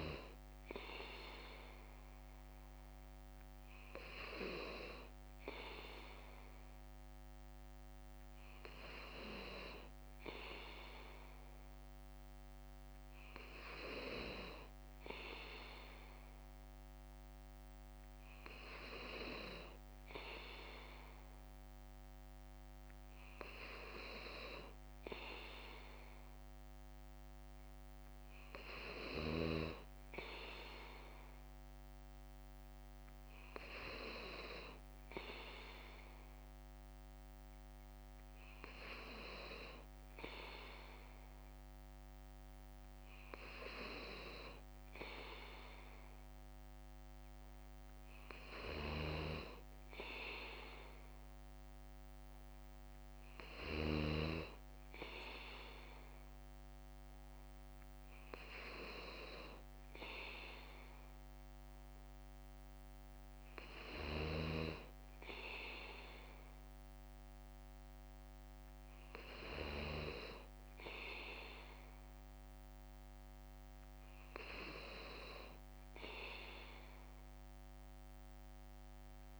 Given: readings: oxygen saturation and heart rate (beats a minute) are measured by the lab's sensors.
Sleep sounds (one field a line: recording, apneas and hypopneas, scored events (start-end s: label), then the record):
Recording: breathing in sleep by a microphone on the trachea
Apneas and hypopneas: none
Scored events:
2.50-10.50 s: bradycardia (device-marked, heart rate 58 before, 58 extreme)
11.50-79.40 s: bradycardia (device-marked, heart rate 58 before, 57 extreme)
From the record:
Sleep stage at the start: N2 (light sleep)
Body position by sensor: on the back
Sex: male